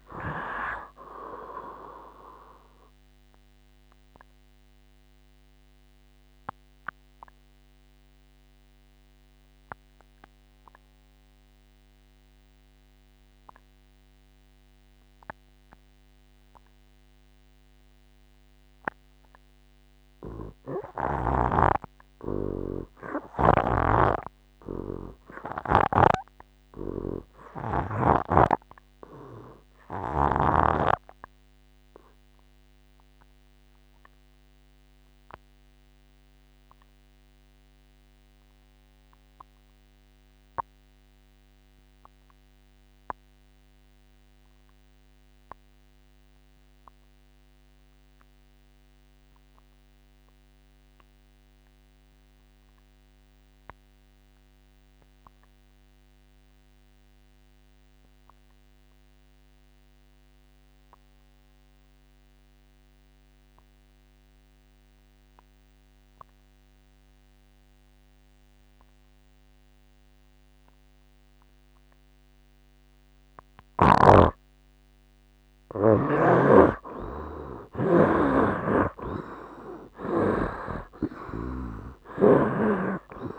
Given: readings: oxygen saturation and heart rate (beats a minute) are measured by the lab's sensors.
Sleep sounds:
breathing in sleep by a microphone on the trachea; 2
0.00-15.50 s: oxygen desaturation (device-marked, oxygen 56% lowest, heart rate 70 extreme)
3.50-20.50 s: obstructive apnea (oxygen 96% before, 54% lowest, heart rate 89 before, 69 extreme, up 5 after)
21.50-83.39 s: oxygen desaturation (device-marked, oxygen 98% before, 46% lowest, heart rate 77 before, 69 extreme)
25.00-29.00 s: arousal
26.00-30.50 s: snoring (device-marked)
33.00-75.00 s: obstructive apnea (oxygen 98% before, 46% lowest, heart rate 73 before, 69 extreme, up 18 after)
76.00-82.50 s: snoring (device-marked)
78.00-83.00 s: arousal
From the record:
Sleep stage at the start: REM sleep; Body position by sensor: on the right side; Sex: male

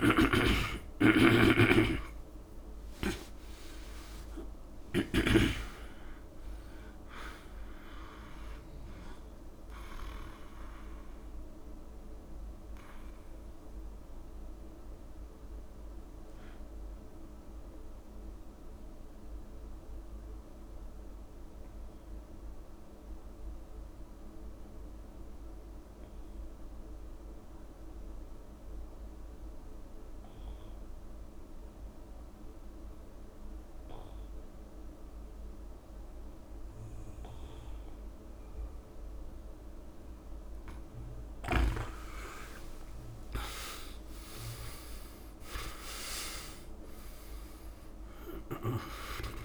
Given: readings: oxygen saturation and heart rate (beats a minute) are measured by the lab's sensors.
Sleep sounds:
breathing in sleep by a room microphone; 1
0.00-3.00 s: oxygen desaturation (device-marked, oxygen 93% lowest, heart rate 66 extreme)
0.00-3.50 s: arousal
0.00-5.50 s: snoring (device-marked)
4.00-6.00 s: long interval between heartbeats (device-marked, heart rate 82 before, 67 extreme)
9.00-26.00 s: oxygen desaturation (device-marked, oxygen 94% before, 82% lowest, heart rate 82 before, 67 extreme)
11.00-40.50 s: mixed apnea (oxygen 97% before, 82% lowest, heart rate 82 before, 67 extreme, up 28 after)
36.00-49.45 s: oxygen desaturation (device-marked, oxygen 99% before, 83% lowest, heart rate 70 before, 67 extreme)
42.50-44.50 s: long interval between heartbeats (device-marked, heart rate 70 before, 89 extreme)
42.50-46.00 s: arousal
From the record:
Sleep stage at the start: N2 (light sleep); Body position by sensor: on the back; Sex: male

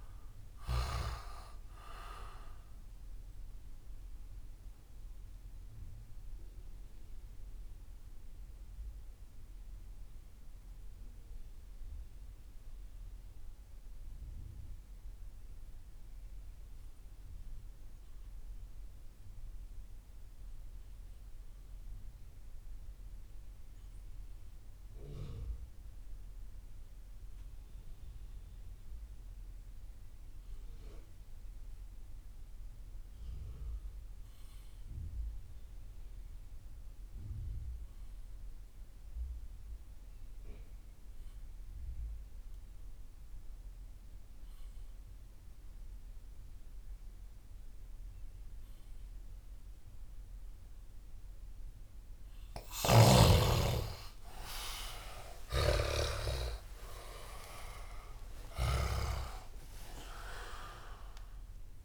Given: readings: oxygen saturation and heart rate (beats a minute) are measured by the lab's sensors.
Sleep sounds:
breathing in sleep by a room microphone; 1
0.00-20.00 s: oxygen desaturation (device-marked, oxygen 65% lowest)
3.50-51.50 s: mixed apnea (oxygen 90% before, 65% lowest)
26.00-61.85 s: oxygen desaturation (device-marked, oxygen 98% before, 68% lowest)
52.00-58.50 s: snoring (device-marked)
54.00-58.00 s: arousal
From the record:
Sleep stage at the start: REM sleep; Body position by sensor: on the left side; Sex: male

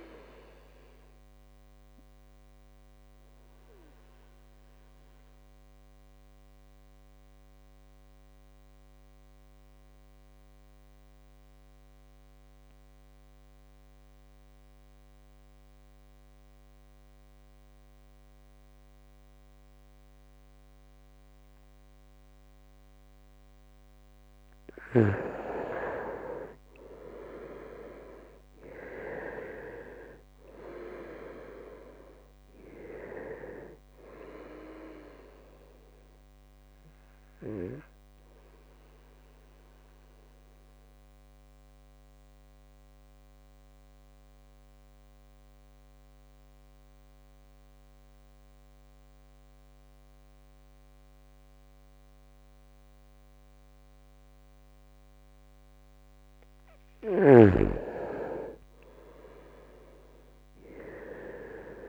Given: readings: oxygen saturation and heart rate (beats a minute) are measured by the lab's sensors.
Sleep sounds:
breathing in sleep by a microphone on the trachea; 2
0.00-16.50 s: oxygen desaturation (device-marked, oxygen 87% lowest, heart rate 62 extreme)
3.50-23.50 s: obstructive apnea (oxygen 99% before, 87% lowest, heart rate 69 before, 63 extreme, up 1 after)
25.00-29.50 s: arousal
27.50-50.50 s: oxygen desaturation (device-marked, oxygen 98% before, 88% lowest, heart rate 67 before, 59 extreme)
39.50-56.00 s: obstructive apnea (oxygen 98% before, 87% lowest, heart rate 69 before, 57 extreme, up 3 after)
58.00-61.88 s: arousal
From the record:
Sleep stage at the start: N2 (light sleep); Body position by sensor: on the right side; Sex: male

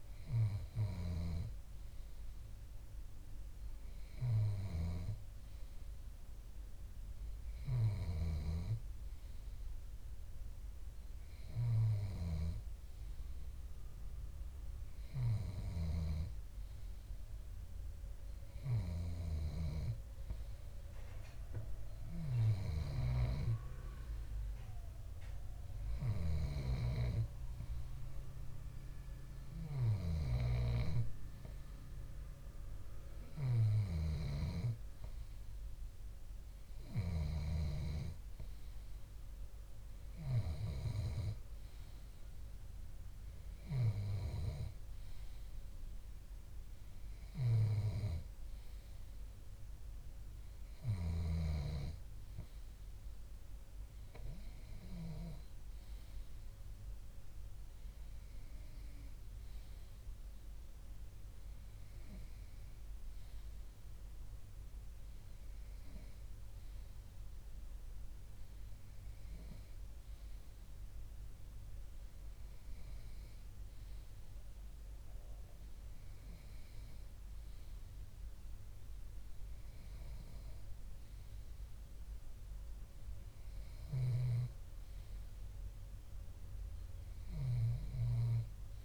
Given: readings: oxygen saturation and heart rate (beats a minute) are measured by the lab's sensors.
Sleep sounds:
breathing in sleep by a room microphone; none
8.50-10.50 s: bradycardia (device-marked, heart rate 61 before, 61 extreme)
11.50-13.50 s: bradycardia (device-marked, heart rate 61 before, 59 extreme)
16.00-51.50 s: snoring (device-marked)
79.50-85.50 s: bradycardia (device-marked, heart rate 61 before, 59 extreme)
84.00-88.84 s: snoring (device-marked)
From the record:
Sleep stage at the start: N3 (deep sleep); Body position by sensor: on the left side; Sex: male

